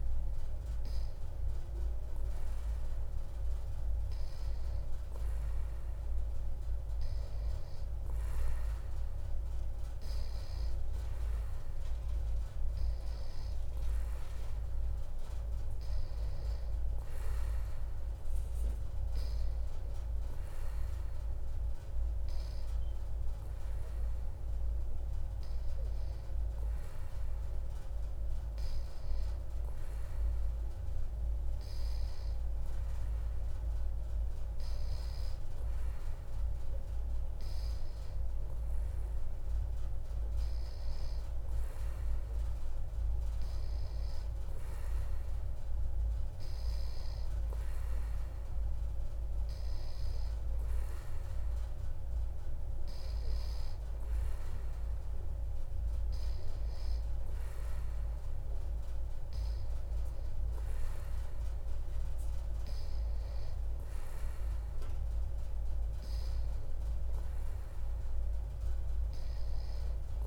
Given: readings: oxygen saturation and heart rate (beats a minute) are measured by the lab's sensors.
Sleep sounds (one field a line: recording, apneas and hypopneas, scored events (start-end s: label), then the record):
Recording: breathing in sleep, hard to hear, by a room microphone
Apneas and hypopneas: none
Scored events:
none scored
From the record:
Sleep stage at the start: N3 (deep sleep)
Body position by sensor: on the back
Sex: male